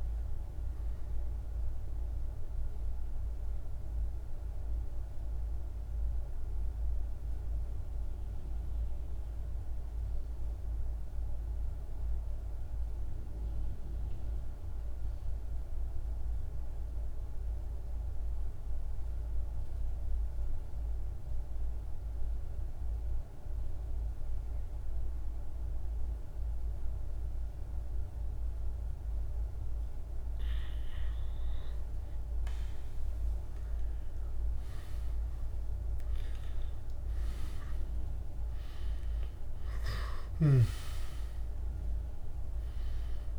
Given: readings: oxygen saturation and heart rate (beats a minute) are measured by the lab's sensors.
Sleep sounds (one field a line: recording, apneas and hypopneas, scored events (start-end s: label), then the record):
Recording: breathing in sleep, hard to hear, by a room microphone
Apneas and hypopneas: 1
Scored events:
0.00-14.50 s: oxygen desaturation (device-marked, oxygen 90% lowest, heart rate 47 extreme)
1.00-30.00 s: mixed apnea (oxygen 98% before, 89% lowest, heart rate 53 before, 48 extreme, up 6 after)
25.50-43.39 s: oxygen desaturation (device-marked, oxygen 100% before, 89% lowest, heart rate 49 before, 47 extreme)
32.50-37.00 s: arousal
From the record:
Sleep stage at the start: N2 (light sleep)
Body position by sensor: on the back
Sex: male